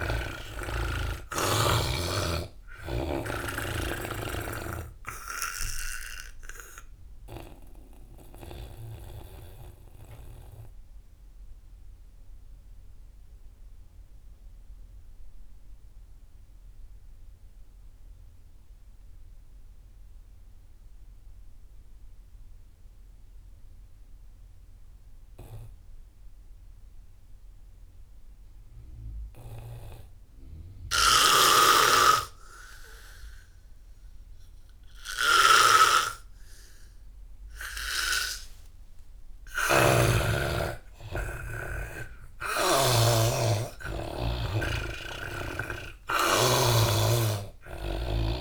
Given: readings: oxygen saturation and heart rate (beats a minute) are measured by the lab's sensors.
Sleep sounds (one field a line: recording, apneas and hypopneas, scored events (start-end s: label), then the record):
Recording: breathing in sleep by a room microphone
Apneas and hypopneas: 1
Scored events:
0.00-1.00 s: arousal
0.00-21.50 s: oxygen desaturation (device-marked, oxygen 86% lowest)
4.00-8.00 s: snoring (device-marked)
6.00-40.00 s: obstructive apnea (oxygen 99% before, 85% lowest)
31.50-48.41 s: snoring (device-marked)
33.50-48.41 s: oxygen desaturation (device-marked, oxygen 99% before, 89% lowest)
40.50-44.50 s: arousal
From the record:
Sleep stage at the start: N2 (light sleep)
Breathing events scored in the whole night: 519 in 6.8 hours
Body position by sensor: on the back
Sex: male